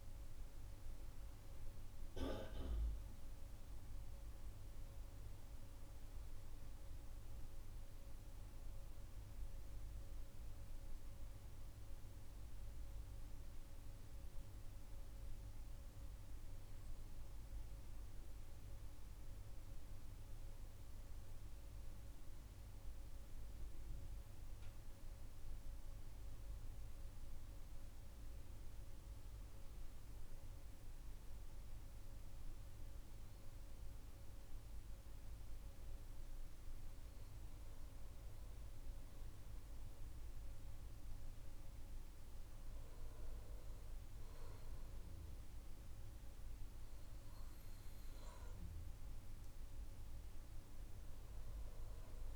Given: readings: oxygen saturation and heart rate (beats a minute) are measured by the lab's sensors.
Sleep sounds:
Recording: breathing in sleep, hard to hear, by a room microphone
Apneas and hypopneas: none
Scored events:
0.00-11.50 s: oxygen desaturation (device-marked, oxygen 92% lowest, heart rate 66 extreme)
From the record:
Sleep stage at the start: N2 (light sleep)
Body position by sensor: on the right side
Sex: male

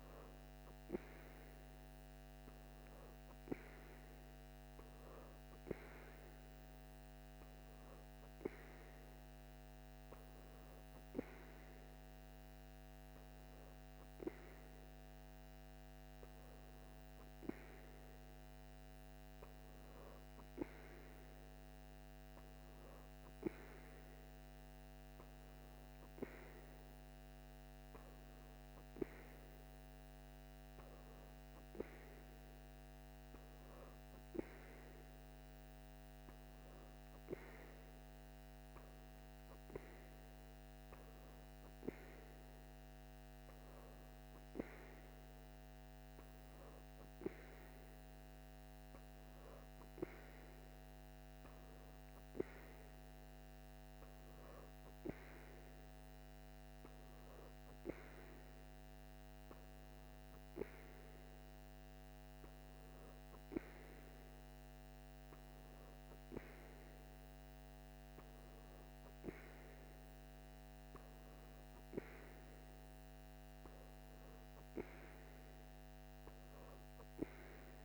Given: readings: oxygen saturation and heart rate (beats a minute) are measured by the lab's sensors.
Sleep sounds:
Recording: breathing in sleep by a microphone on the trachea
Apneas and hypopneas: none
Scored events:
none scored
From the record:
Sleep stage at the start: N3 (deep sleep)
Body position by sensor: on the back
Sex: female

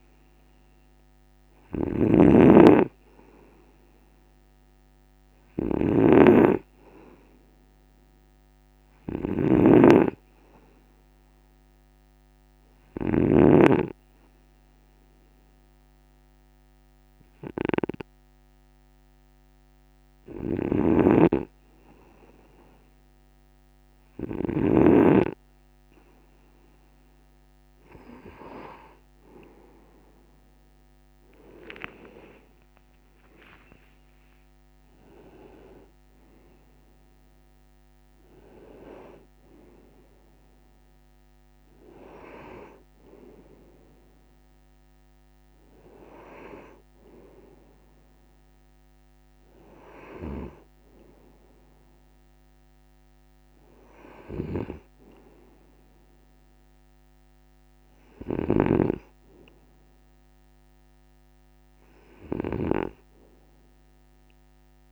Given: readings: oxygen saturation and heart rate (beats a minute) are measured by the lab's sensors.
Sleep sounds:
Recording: breathing in sleep by a microphone on the trachea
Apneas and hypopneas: 1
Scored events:
0.00-13.00 s: snoring (device-marked)
12.00-23.00 s: hypopnea (oxygen 97% before, 95% lowest, heart rate 53 before, 49 extreme, up 7 after)
20.00-24.50 s: snoring (device-marked)
29.00-33.50 s: arousal
58.00-64.92 s: snoring (device-marked)
From the record:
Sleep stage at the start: N2 (light sleep)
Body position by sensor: on the right side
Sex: male

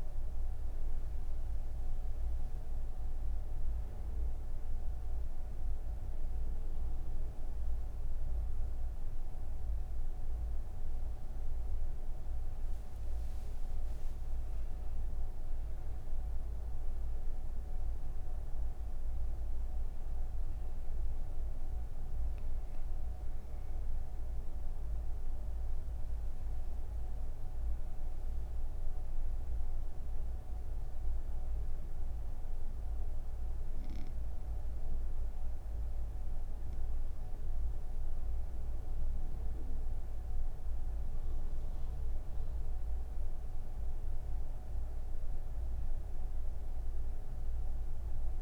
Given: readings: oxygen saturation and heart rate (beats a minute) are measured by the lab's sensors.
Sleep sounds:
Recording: breathing in sleep, hard to hear, by a room microphone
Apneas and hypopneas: none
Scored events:
39.50-48.42 s: new sleep stage, N1 (lightest sleep)
From the record:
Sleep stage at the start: N3 (deep sleep)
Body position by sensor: on the right side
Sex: female

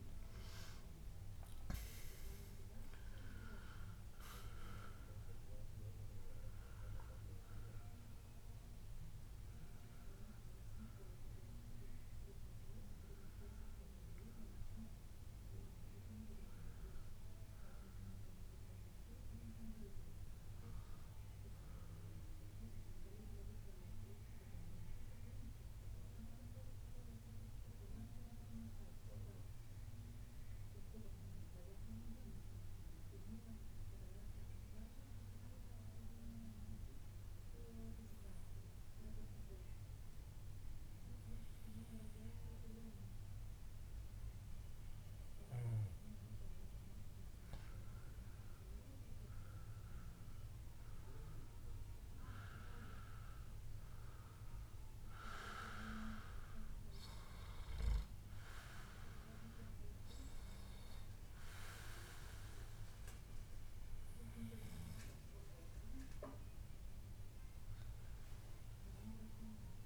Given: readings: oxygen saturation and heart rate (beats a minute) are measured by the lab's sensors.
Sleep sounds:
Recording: breathing in sleep by a room microphone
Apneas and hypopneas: 1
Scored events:
0.00-1.00 s: arousal
0.00-22.50 s: oxygen desaturation (device-marked, oxygen 91% lowest, heart rate 103 extreme)
22.00-47.50 s: mixed apnea (oxygen 97% before, 92% lowest, heart rate 143 before, 112 extreme, up 0 after)
49.50-53.00 s: arousal
From the record:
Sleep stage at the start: N2 (light sleep)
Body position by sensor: on the back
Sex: male

